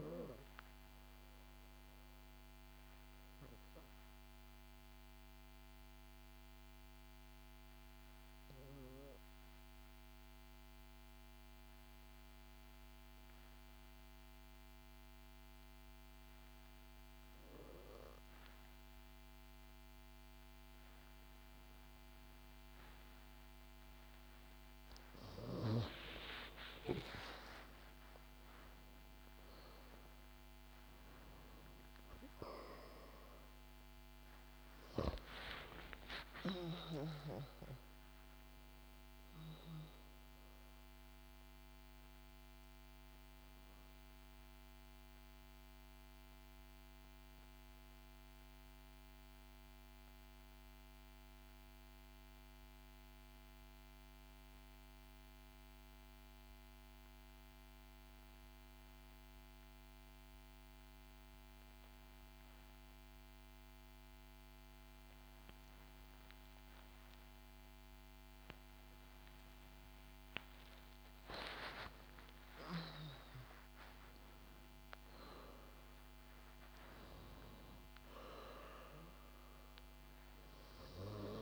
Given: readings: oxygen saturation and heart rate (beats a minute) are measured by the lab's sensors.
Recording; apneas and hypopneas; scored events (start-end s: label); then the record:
breathing in sleep by a microphone on the trachea; 2
0.00-16.00 s: oxygen desaturation (device-marked, oxygen 90% lowest, heart rate 58 extreme)
2.50-24.50 s: obstructive apnea (oxygen 97% before, 90% lowest, heart rate 67 before, 56 extreme, up 10 after)
26.50-30.00 s: arousal
31.00-62.00 s: oxygen desaturation (device-marked, oxygen 98% before, 91% lowest, heart rate 60 before, 56 extreme)
46.00-70.50 s: obstructive apnea (oxygen 98% before, 89% lowest, heart rate 65 before, 55 extreme, up 6 after)
72.00-77.00 s: arousal
77.00-81.42 s: oxygen desaturation (device-marked, oxygen 98% before, 89% lowest, heart rate 63 before, 55 extreme)
From the record:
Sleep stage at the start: N2 (light sleep); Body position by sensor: on the back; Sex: female